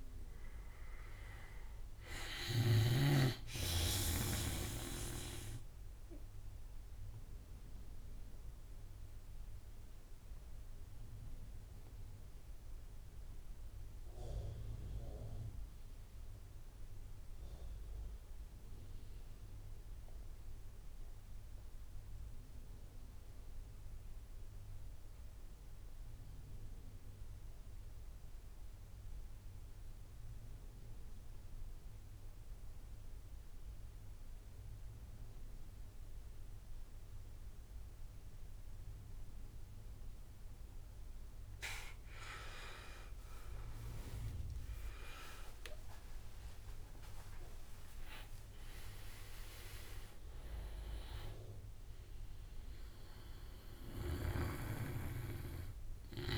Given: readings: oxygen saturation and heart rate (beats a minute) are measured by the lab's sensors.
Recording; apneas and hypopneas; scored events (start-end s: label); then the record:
breathing in sleep by a room microphone; 1
0.00-20.00 s: oxygen desaturation (device-marked, oxygen 90% lowest)
6.00-39.00 s: obstructive apnea (oxygen 99% before, 88% lowest)
30.00-56.00 s: oxygen desaturation (device-marked, oxygen 99% before, 88% lowest)
38.00-40.00 s: tachycardia (device-marked)
43.00-47.00 s: arousal
From the record:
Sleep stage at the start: N2 (light sleep); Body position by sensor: on the right side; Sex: male